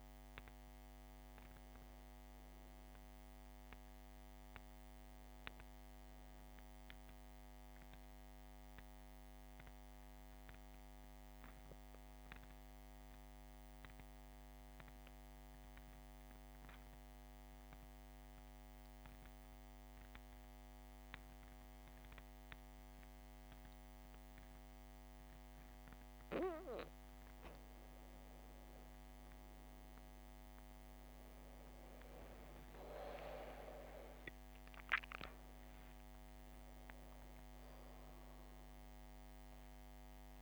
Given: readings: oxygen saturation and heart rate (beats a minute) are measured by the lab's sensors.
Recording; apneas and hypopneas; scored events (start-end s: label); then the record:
breathing in sleep by a microphone on the trachea; 1
7.50-26.50 s: mixed apnea (oxygen 96% before, 90% lowest, heart rate 76 before, 67 extreme, up 2 after)
28.00-32.50 s: arousal
31.50-40.42 s: oxygen desaturation (device-marked, oxygen 99% before, 92% lowest, heart rate 68 before, 66 extreme)
From the record:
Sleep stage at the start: N2 (light sleep); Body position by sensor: on the back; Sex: female